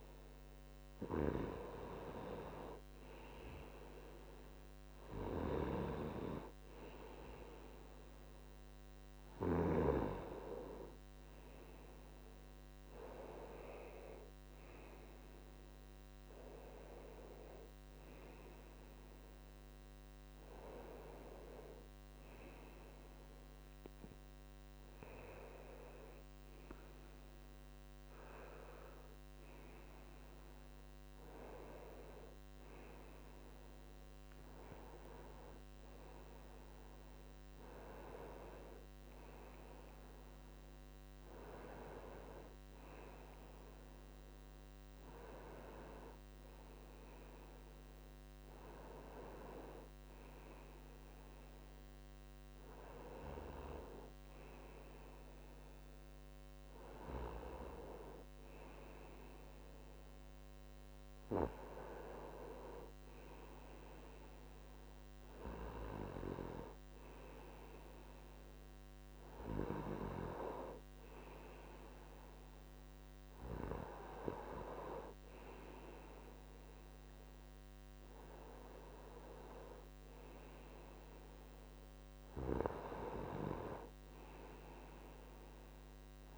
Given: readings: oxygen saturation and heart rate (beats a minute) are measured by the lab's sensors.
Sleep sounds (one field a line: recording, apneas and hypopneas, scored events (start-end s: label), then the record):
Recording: a person partly awake in a sleep study, by a microphone on the trachea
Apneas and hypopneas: none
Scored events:
8.00-38.00 s: new sleep stage, awake
38.00-86.37 s: new sleep stage, N2 (light sleep)
From the record:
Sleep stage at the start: N2 (light sleep)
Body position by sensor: on the right side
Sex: male